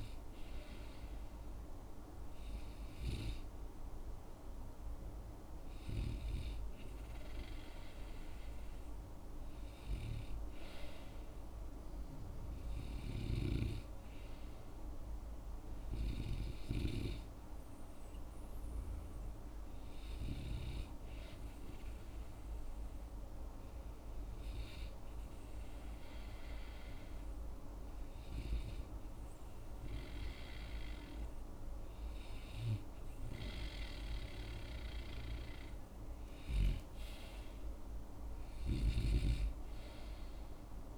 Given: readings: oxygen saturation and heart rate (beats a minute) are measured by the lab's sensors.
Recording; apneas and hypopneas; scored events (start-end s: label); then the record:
breathing in sleep by a room microphone; 1
9.00-13.00 s: arousal
18.50-32.00 s: hypopnea (oxygen 95% before, 94% lowest)
36.00-40.00 s: arousal
From the record:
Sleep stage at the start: N2 (light sleep); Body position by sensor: on the right side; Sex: male